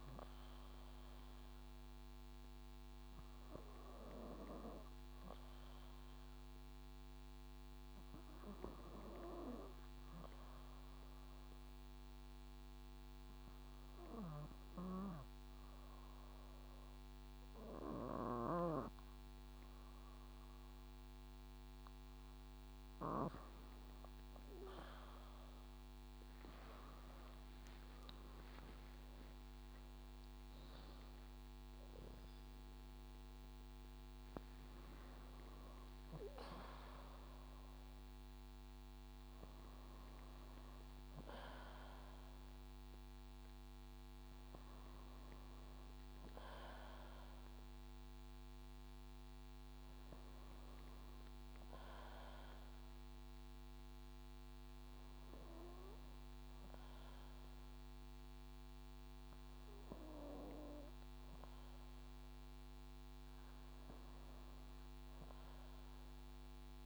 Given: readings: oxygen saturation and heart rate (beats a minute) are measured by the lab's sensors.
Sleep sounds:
breathing in sleep by a microphone on the trachea; 1
0.00-4.00 s: drop in pulse transit time (device-marked, heart rate 59 extreme)
9.50-22.00 s: obstructive apnea (oxygen 98% before, 94% lowest, heart rate 62 before, 52 extreme, up 17 after)
14.50-18.50 s: snoring (device-marked)
20.00-42.00 s: drop in pulse transit time (device-marked, heart rate 58 before, 55 extreme)
24.50-29.50 s: leg movement (device-marked)
27.00-31.50 s: arousal
From the record:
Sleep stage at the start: N2 (light sleep); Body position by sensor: on the back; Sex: female

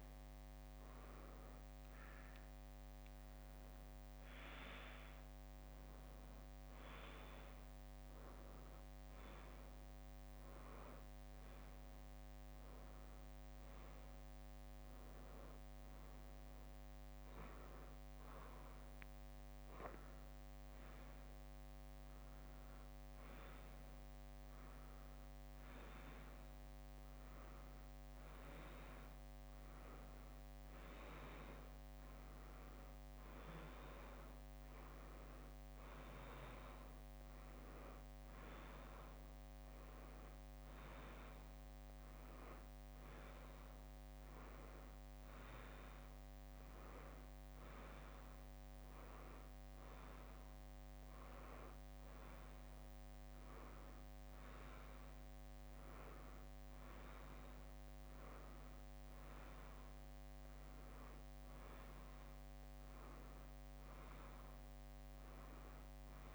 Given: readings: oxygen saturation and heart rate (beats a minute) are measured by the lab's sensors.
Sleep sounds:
a person awake in a sleep study, hard to hear, by a microphone on the trachea; none
48.00-57.50 s: leg movement (device-marked)
55.00-66.35 s: new sleep stage, N1 (lightest sleep)
61.00-66.35 s: leg movement (device-marked)
From the record:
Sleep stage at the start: awake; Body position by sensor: on the right side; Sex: female

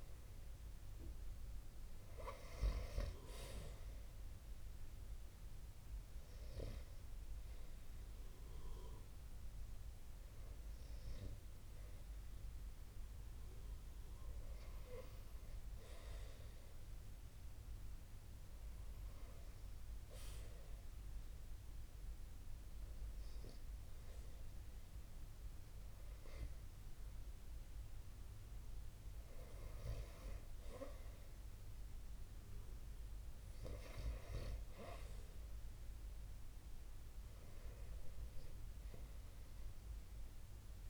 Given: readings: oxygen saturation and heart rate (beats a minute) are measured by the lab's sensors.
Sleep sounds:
breathing in sleep by a room microphone; 2
0.00-19.50 s: oxygen desaturation (device-marked, oxygen 84% lowest)
3.50-14.50 s: obstructive apnea (oxygen 93% before, 84% lowest)
17.00-19.50 s: arousal
21.50-34.00 s: hypopnea (oxygen 91% before, 84% lowest)
26.50-35.50 s: oxygen desaturation (device-marked, oxygen 88% before, 84% lowest)
37.00-40.90 s: arousal
From the record:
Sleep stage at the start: REM sleep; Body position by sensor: on the right side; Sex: male

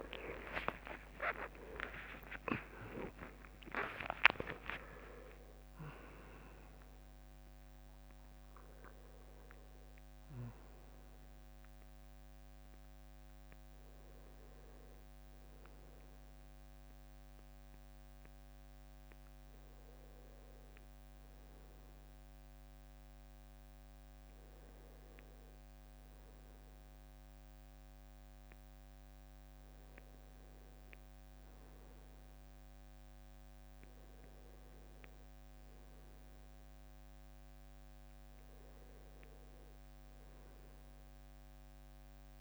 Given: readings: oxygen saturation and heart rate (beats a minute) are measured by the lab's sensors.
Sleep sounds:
a person awake in a sleep study, by a microphone on the trachea; none
3.50-16.50 s: drop in pulse transit time (device-marked, heart rate 71 before, 76 extreme)
40.50-42.41 s: new sleep stage, N2 (light sleep)
From the record:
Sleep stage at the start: awake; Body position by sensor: on the back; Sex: male

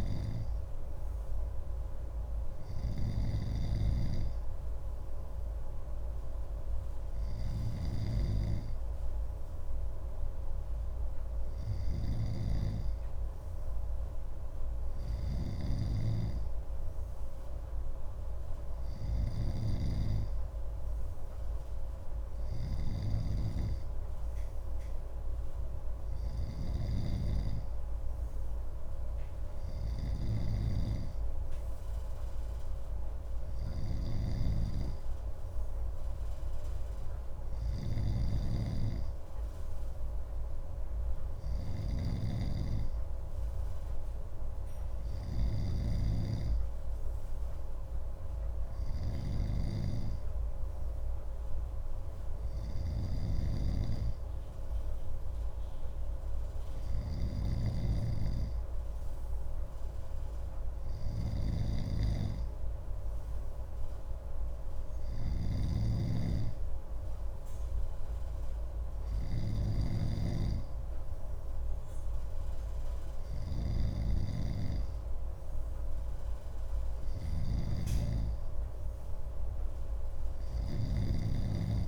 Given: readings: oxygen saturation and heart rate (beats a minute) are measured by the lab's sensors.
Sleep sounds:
breathing in sleep by a room microphone; none
0.00-81.88 s: snoring (device-marked)
From the record:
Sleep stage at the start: N2 (light sleep); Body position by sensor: on the left side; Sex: male

